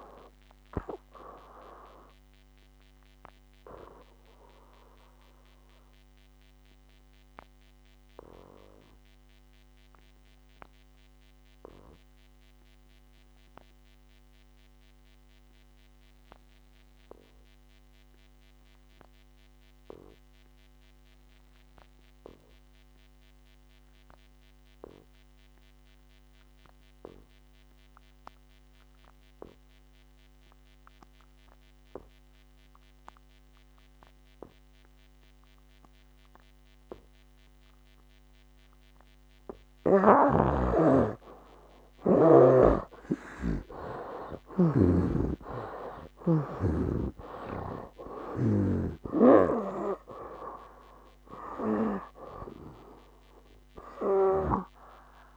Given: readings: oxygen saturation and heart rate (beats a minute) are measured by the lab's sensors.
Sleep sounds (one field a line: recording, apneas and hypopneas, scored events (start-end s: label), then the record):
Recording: breathing in sleep by a microphone on the trachea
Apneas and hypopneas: 1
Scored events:
0.00-23.50 s: oxygen desaturation (device-marked, oxygen 71% lowest, heart rate 57 extreme)
3.00-40.00 s: obstructive apnea (oxygen 96% before, 70% lowest, heart rate 69 before, 57 extreme, up 15 after)
41.50-55.37 s: oxygen desaturation (device-marked, oxygen 97% before, 70% lowest, heart rate 60 before, 59 extreme)
43.00-47.00 s: arousal
45.00-49.00 s: snoring (device-marked)
From the record:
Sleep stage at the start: N2 (light sleep)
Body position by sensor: on the back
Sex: male